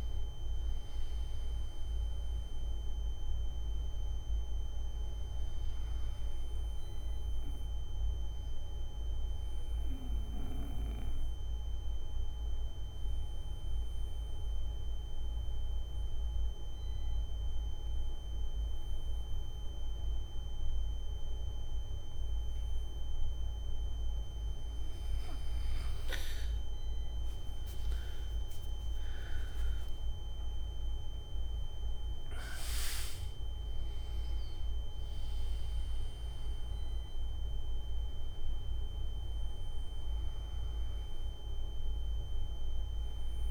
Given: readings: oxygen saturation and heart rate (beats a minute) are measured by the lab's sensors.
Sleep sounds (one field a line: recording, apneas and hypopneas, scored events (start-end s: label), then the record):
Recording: breathing in sleep, hard to hear, by a room microphone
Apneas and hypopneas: 1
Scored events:
0.00-19.00 s: oxygen desaturation (device-marked, oxygen 92% lowest, heart rate 59 extreme)
6.50-24.50 s: obstructive apnea (oxygen 98% before, 92% lowest, heart rate 66 before, 58 extreme, up 7 after)
34.00-43.50 s: oxygen desaturation (device-marked, oxygen 98% before, 93% lowest, heart rate 66 before, 58 extreme)
From the record:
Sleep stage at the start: N3 (deep sleep)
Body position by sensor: on the back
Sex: male